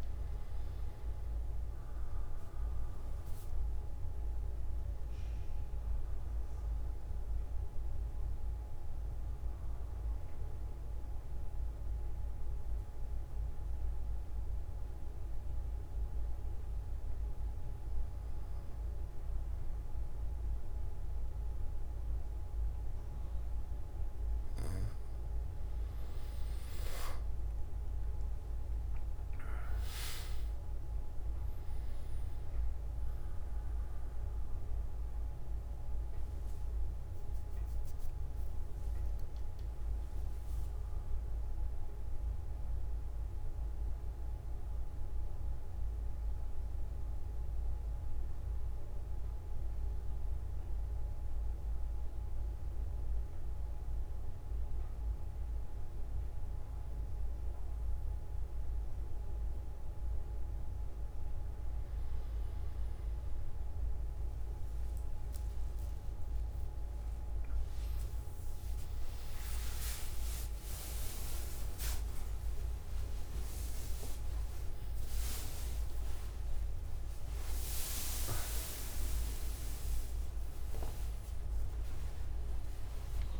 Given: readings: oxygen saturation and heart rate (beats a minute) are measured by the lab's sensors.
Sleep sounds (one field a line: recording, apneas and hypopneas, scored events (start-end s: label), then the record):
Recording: breathing in sleep by a room microphone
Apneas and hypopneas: 2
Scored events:
0.00-21.50 s: oxygen desaturation (device-marked, oxygen 94% lowest)
11.00-24.00 s: hypopnea (oxygen 97% before, 94% lowest)
35.50-49.50 s: oxygen desaturation (device-marked, oxygen 98% before, 94% lowest)
47.00-60.00 s: hypopnea (oxygen 98% before, 94% lowest)
68.50-83.40 s: oxygen desaturation (device-marked, oxygen 98% before, 94% lowest)
From the record:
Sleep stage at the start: N2 (light sleep)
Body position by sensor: on the back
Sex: male